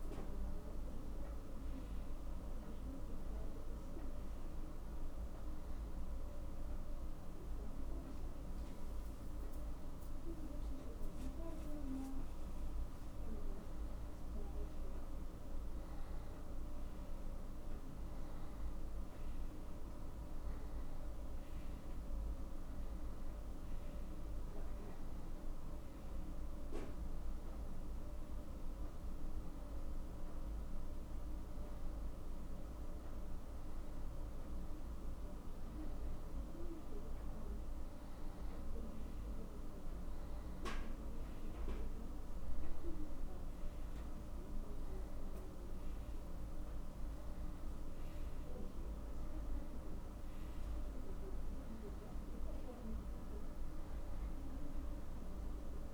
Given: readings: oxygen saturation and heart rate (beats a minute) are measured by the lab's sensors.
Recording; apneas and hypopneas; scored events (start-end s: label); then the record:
a person awake in a sleep study, hard to hear, by a room microphone; none
none scored
From the record:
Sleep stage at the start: awake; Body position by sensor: on the back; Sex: male